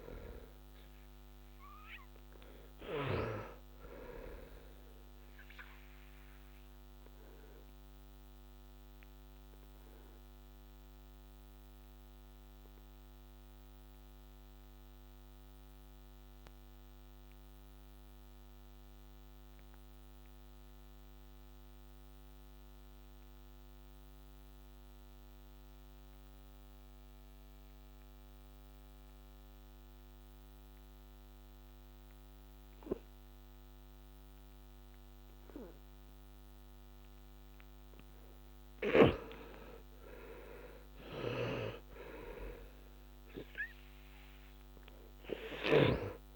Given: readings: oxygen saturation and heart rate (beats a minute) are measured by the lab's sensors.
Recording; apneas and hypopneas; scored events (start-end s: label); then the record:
breathing in sleep by a microphone on the trachea; 1
0.00-1.00 s: arousal
0.00-25.00 s: oxygen desaturation (device-marked, oxygen 80% lowest, heart rate 65 extreme)
6.50-36.50 s: obstructive apnea (oxygen 96% before, 76% lowest, heart rate 67 before, 64 extreme, up 6 after)
27.00-46.36 s: oxygen desaturation (device-marked, oxygen 97% before, 76% lowest, heart rate 67 before, 55 extreme)
39.00-43.00 s: arousal
From the record:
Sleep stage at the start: N2 (light sleep); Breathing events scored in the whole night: 247 in 3.8 hours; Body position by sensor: on the back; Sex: male